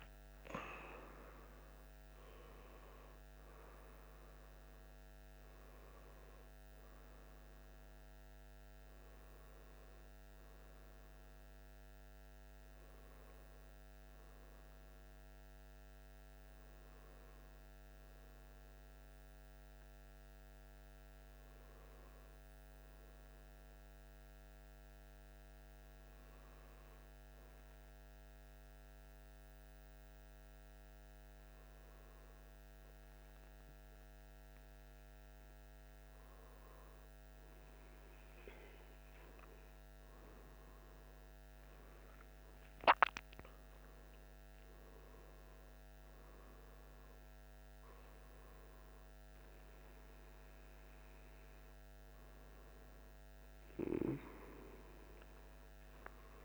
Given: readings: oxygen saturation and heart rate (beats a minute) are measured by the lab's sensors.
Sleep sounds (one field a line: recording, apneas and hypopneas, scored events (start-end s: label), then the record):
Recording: breathing in sleep, hard to hear, by a microphone on the trachea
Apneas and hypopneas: 1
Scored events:
0.00-3.50 s: oxygen desaturation (device-marked, oxygen 96% lowest, heart rate 52 extreme)
18.50-37.00 s: hypopnea (oxygen 99% before, 97% lowest, heart rate 64 before, 52 extreme, up 8 after)
38.50-43.00 s: arousal
From the record:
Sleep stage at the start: N1 (lightest sleep)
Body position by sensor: on the back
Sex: male